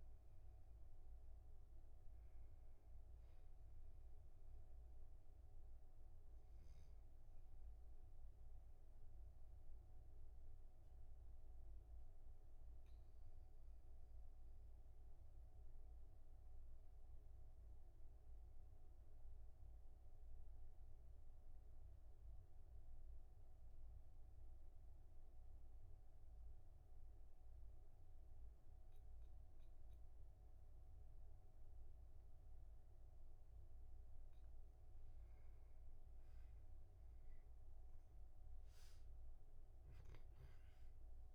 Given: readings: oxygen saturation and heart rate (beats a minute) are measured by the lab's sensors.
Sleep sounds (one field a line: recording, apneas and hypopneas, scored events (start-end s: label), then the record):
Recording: breathing in sleep, hard to hear, by a room microphone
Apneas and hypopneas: 1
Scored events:
7.50-33.00 s: obstructive apnea (oxygen 99% before, 96% lowest, heart rate 46 before, 37 extreme, up 7 after)
35.00-38.00 s: arousal
From the record:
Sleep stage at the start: N2 (light sleep)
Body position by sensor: on the back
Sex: male